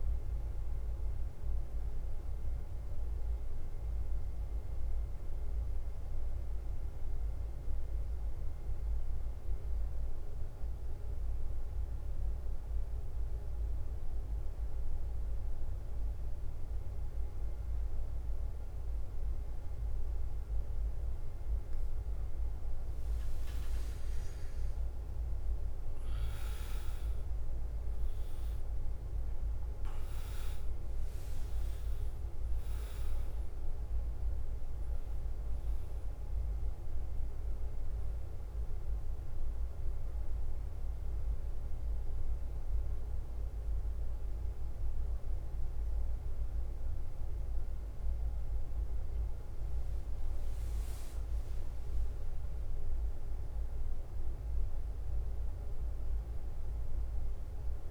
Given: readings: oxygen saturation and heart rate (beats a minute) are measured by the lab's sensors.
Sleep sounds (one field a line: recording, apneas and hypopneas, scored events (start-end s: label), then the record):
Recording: breathing in sleep, hard to hear, by a room microphone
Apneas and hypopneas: 1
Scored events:
0.00-57.91 s: bradycardia (device-marked, heart rate 50 extreme)
0.50-21.50 s: mixed apnea (oxygen 97% before, 91% lowest, heart rate 53 before, 50 extreme, up 3 after)
4.50-57.91 s: new sleep stage, N2 (light sleep)
23.00-26.00 s: arousal
24.50-57.91 s: oxygen desaturation (device-marked, oxygen 100% before, 92% lowest, heart rate 51 before, 50 extreme)
53.00-56.50 s: arousal
From the record:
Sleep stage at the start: N1 (lightest sleep)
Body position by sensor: on the back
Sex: male